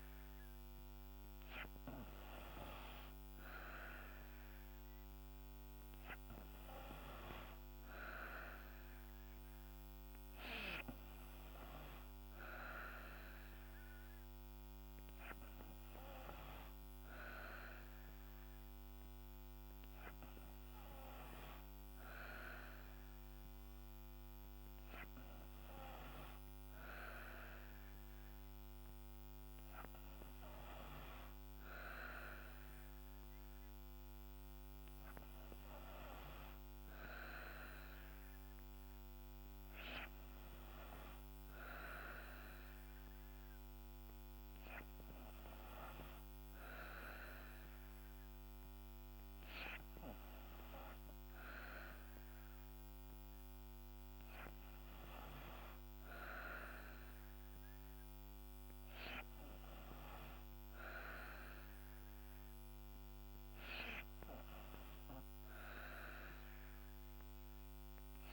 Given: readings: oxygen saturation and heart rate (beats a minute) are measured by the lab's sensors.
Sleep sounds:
breathing in sleep by a microphone on the trachea; none
none scored
From the record:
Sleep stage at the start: N2 (light sleep); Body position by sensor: on the back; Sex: female

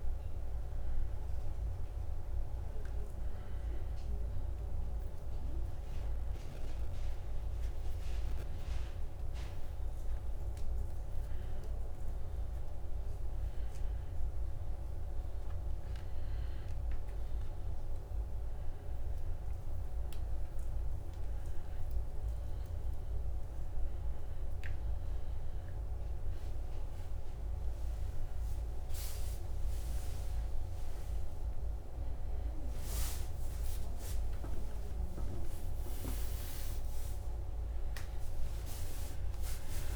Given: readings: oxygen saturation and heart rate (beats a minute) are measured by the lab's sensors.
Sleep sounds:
a person awake in a sleep study, hard to hear, by a room microphone; none
none scored
From the record:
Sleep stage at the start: awake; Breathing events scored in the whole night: 247 in 3.8 hours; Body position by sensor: on the back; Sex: male

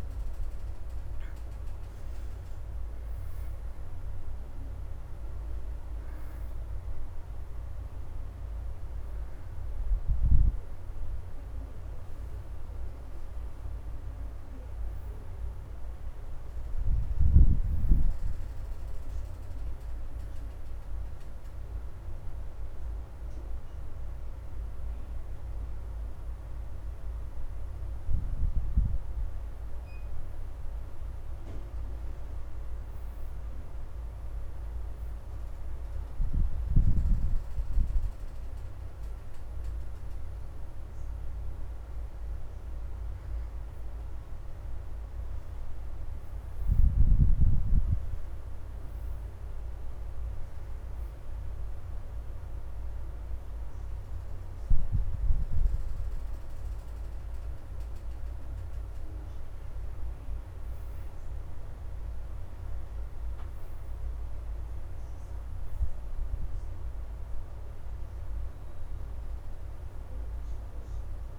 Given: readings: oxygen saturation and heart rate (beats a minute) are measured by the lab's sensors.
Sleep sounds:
a person partly awake in a sleep study, hard to hear, by a room microphone; 1
4.50-8.50 s: oxygen desaturation (device-marked, oxygen 86% before, 83% lowest, heart rate 105 before, 79 extreme)
16.50-71.39 s: new sleep stage, N1 (lightest sleep)
25.50-31.50 s: oxygen desaturation (device-marked, oxygen 90% before, 87% lowest, heart rate 85 before, 80 extreme)
34.50-45.00 s: hypopnea (oxygen 91% before, 78% lowest, heart rate 81 before, 76 extreme, up 2 after)
38.50-47.50 s: oxygen desaturation (device-marked, oxygen 88% before, 82% lowest, heart rate 80 before, 76 extreme)
46.50-51.50 s: arousal
55.50-65.50 s: oxygen desaturation (device-marked, oxygen 87% before, 78% lowest, heart rate 82 before, 75 extreme)
67.50-71.39 s: oxygen desaturation (device-marked, oxygen 89% before, 79% lowest, heart rate 80 before, 75 extreme)
From the record:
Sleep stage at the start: awake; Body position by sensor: on the back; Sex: female

